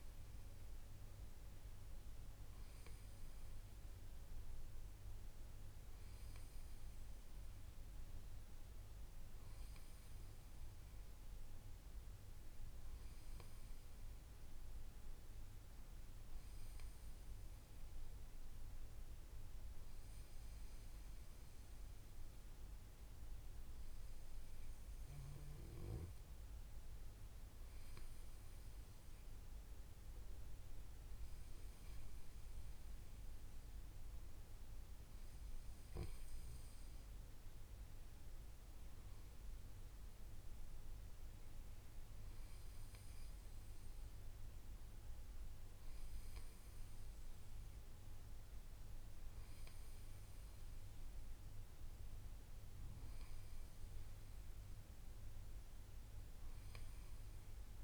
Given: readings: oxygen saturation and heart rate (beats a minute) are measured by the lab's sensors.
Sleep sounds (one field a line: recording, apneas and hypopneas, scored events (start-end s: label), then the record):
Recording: breathing in sleep, hard to hear, by a room microphone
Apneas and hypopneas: none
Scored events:
none scored
From the record:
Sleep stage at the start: N2 (light sleep)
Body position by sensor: on the back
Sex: male